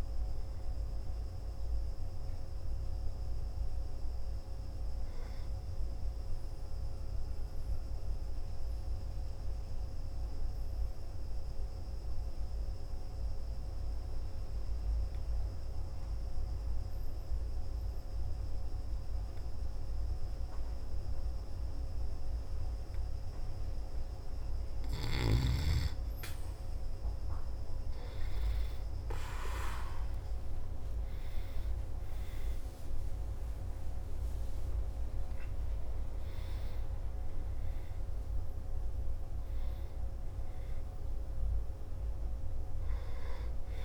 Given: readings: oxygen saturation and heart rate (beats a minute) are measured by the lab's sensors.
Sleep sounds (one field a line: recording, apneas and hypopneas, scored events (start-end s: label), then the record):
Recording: breathing in sleep, hard to hear, by a room microphone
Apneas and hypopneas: 1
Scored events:
7.00-24.00 s: obstructive apnea (oxygen 96% before, 90% lowest, heart rate 62 before, 51 extreme)
11.00-22.00 s: oxygen desaturation (device-marked, oxygen 93% before, 90% lowest, heart rate 61 before, 51 extreme)
26.50-31.00 s: arousal
From the record:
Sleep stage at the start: N2 (light sleep)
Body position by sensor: on the back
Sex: male